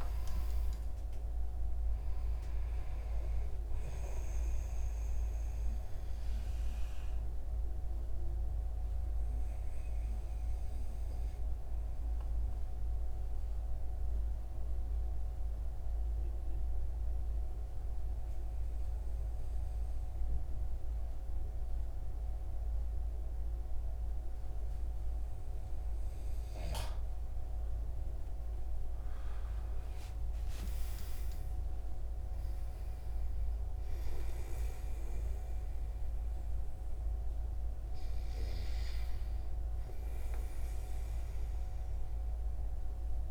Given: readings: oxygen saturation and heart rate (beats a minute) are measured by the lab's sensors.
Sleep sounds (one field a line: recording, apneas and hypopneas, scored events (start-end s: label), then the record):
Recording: breathing in sleep, hard to hear, by a room microphone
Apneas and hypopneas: 1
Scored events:
0.00-19.50 s: oxygen desaturation (device-marked, oxygen 93% lowest, heart rate 69 extreme)
12.00-25.50 s: obstructive apnea (heart rate 80 before, 73 extreme, up 21 after)
28.50-31.50 s: arousal
From the record:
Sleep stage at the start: N2 (light sleep)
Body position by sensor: on the right side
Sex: male